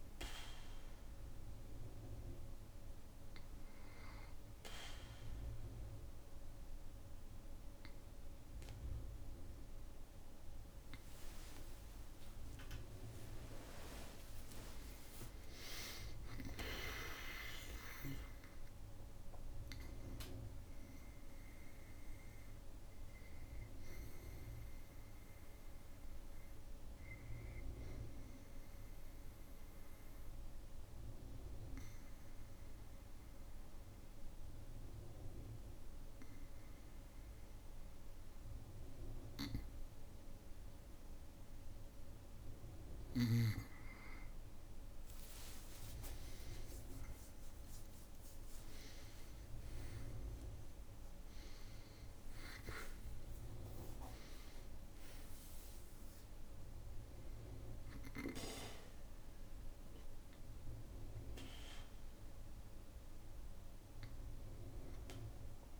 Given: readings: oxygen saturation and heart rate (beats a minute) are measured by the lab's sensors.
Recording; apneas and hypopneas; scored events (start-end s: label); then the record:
breathing in sleep by a room microphone; 1
11.00-15.50 s: arousal
22.50-43.50 s: mixed apnea (oxygen 97% before, 94% lowest, heart rate 58 before, 52 extreme, up 14 after)
45.50-49.00 s: arousal
From the record:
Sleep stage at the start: N2 (light sleep); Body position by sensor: on the back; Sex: male